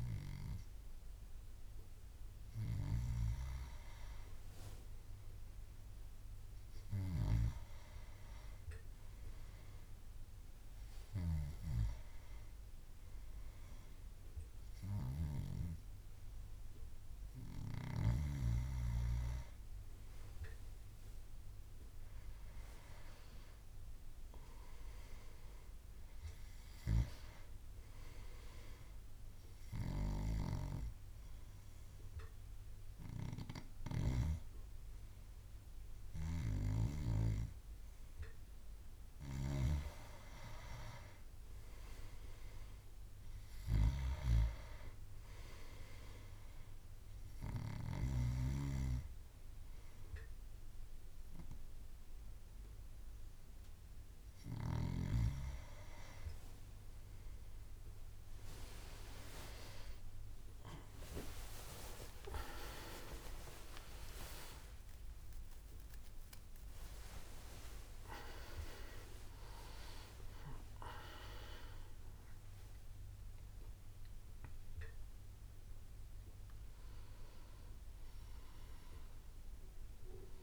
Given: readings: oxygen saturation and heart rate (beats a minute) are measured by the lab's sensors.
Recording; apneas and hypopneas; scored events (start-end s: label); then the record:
breathing in sleep by a room microphone; 1
30.50-41.00 s: hypopnea (oxygen 98% before, 95% lowest)
41.50-45.00 s: arousal
71.50-80.43 s: new sleep stage, awake
From the record:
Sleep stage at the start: N2 (light sleep); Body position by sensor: on the back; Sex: male